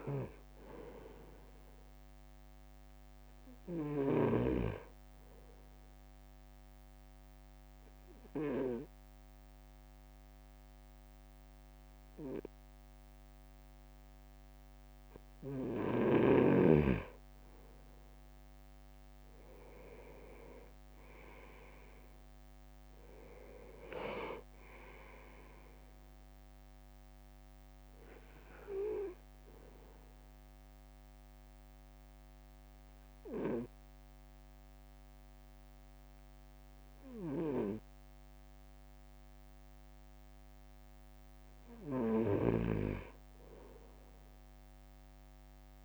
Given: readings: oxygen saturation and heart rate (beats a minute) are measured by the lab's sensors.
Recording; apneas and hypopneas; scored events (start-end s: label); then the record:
breathing in sleep by a microphone on the trachea; 2
0.00-5.50 s: drop in pulse transit time (device-marked, heart rate 51 extreme)
6.00-16.50 s: obstructive apnea (oxygen 98% before, 97% lowest, heart rate 56 before, 52 extreme, up 6 after)
18.00-23.50 s: leg movement (device-marked)
19.00-23.50 s: arousal
21.50-35.50 s: drop in pulse transit time (device-marked, heart rate 54 before, 52 extreme)
29.50-40.50 s: obstructive apnea (oxygen 98% before, 96% lowest, heart rate 56 before, 52 extreme, up 4 after)
42.50-45.85 s: snoring (device-marked)
From the record:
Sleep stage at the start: N2 (light sleep); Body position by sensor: on the right side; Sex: male